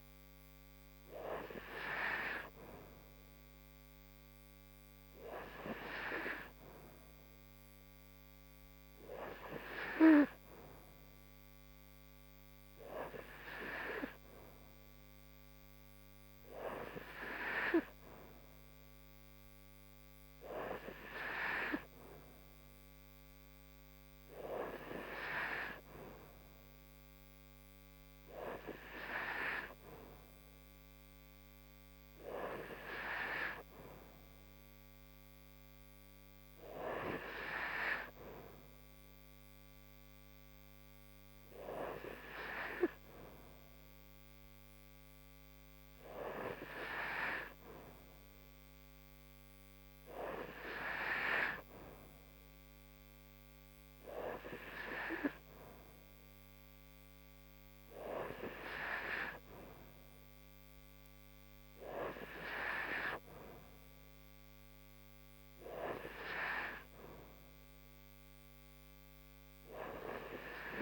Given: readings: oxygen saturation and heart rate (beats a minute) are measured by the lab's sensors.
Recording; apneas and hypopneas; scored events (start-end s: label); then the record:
breathing in sleep by a microphone on the trachea; none
none scored
From the record:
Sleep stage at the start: N3 (deep sleep); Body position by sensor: upright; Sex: female